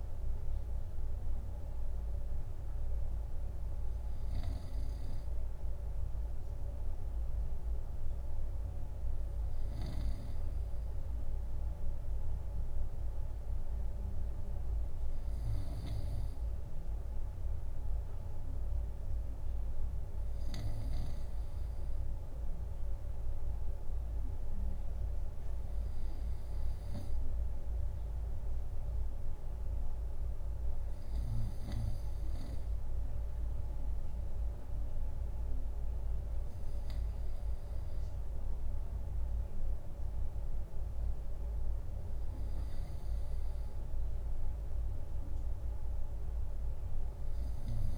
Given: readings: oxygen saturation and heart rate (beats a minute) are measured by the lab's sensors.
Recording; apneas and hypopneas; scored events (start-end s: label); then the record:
breathing in sleep, hard to hear, by a room microphone; none
10.00-16.00 s: snoring (device-marked)
From the record:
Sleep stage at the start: N2 (light sleep); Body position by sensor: on the right side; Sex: male